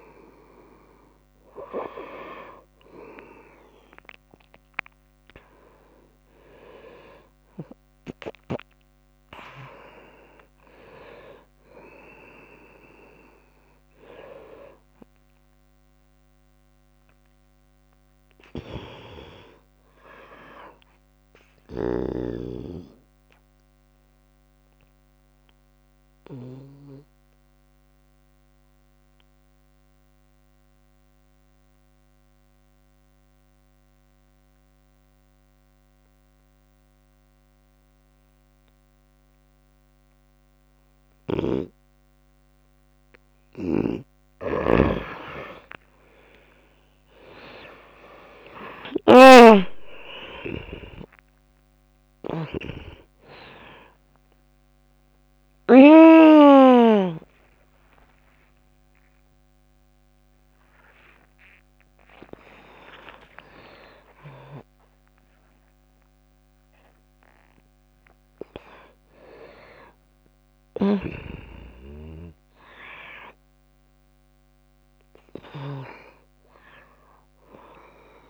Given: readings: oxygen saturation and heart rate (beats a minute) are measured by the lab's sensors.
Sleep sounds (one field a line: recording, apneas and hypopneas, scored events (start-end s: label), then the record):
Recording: breathing in sleep by a microphone on the trachea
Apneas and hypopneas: 1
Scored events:
0.00-11.00 s: oxygen desaturation (device-marked, oxygen 88% lowest, heart rate 71 extreme)
16.50-18.50 s: long interval between heartbeats (device-marked, heart rate 74 before, 80 extreme)
18.00-22.00 s: arousal
24.00-42.00 s: obstructive apnea (oxygen 98% before, 90% lowest, heart rate 79 before, 69 extreme, up 35 after)
39.00-72.00 s: oxygen desaturation (device-marked, oxygen 97% before, 90% lowest, heart rate 75 before, 67 extreme)
41.50-57.50 s: snoring (device-marked)
44.00-50.00 s: tachycardia (device-marked, heart rate 73 before, 104 extreme)
45.00-47.00 s: long interval between heartbeats (device-marked, heart rate 71 before, 82 extreme)
45.50-50.50 s: arousal
47.50-49.50 s: long interval between heartbeats (device-marked, heart rate 72 before, 101 extreme)
51.00-65.00 s: tachycardia (device-marked, heart rate 74 before, 143 extreme)
53.00-55.00 s: long interval between heartbeats (device-marked, heart rate 81 before, 95 extreme)
56.00-58.00 s: long interval between heartbeats (device-marked, heart rate 86 before, 108 extreme)
59.50-61.50 s: long interval between heartbeats (device-marked, heart rate 92 before, 127 extreme)
61.50-63.50 s: long interval between heartbeats (device-marked, heart rate 98 before, 134 extreme)
71.00-76.00 s: snoring (device-marked)
From the record:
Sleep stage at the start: N2 (light sleep)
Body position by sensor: on the back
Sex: female